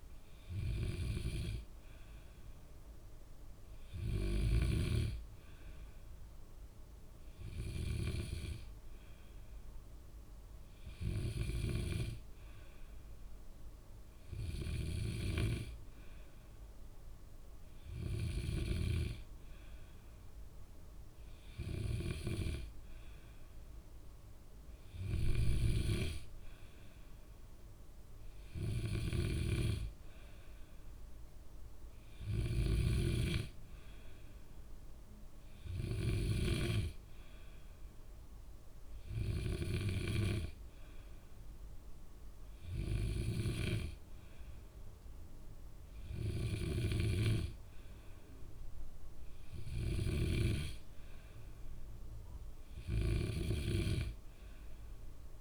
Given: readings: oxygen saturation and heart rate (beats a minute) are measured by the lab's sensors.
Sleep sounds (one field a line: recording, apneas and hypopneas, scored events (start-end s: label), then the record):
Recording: breathing in sleep by a room microphone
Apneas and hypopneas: none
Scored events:
none scored
From the record:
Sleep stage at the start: N2 (light sleep)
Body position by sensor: on the back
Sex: male